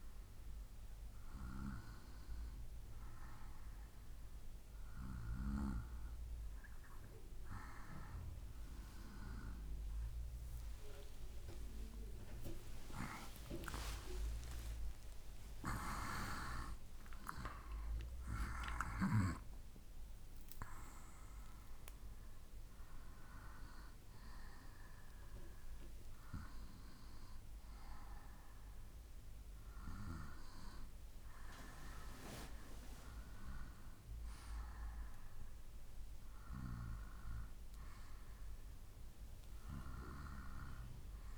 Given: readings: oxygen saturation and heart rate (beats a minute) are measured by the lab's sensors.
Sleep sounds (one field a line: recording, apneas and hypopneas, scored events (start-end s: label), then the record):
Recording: breathing in sleep by a room microphone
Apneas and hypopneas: none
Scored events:
8.00-13.00 s: arousal
From the record:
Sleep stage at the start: N2 (light sleep)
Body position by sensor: on the right side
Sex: male